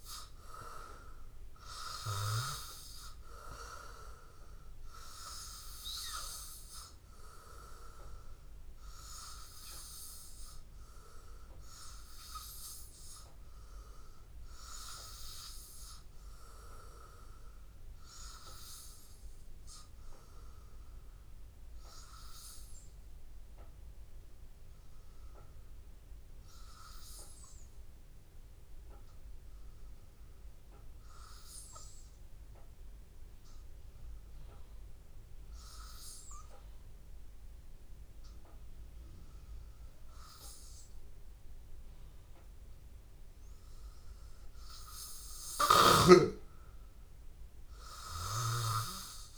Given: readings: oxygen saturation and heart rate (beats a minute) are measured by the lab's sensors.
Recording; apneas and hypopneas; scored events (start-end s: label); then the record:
breathing in sleep by a room microphone; 1
0.00-16.50 s: oxygen desaturation (device-marked, oxygen 91% lowest, heart rate 82 extreme)
11.00-45.00 s: hypopnea (oxygen 96% before, 92% lowest, heart rate 83 before, 82 extreme, up 1 after)
37.50-49.38 s: oxygen desaturation (device-marked, oxygen 98% before, 92% lowest, heart rate 83 before, 82 extreme)
47.50-49.38 s: arousal
From the record:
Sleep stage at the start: N2 (light sleep); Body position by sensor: on the back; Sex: male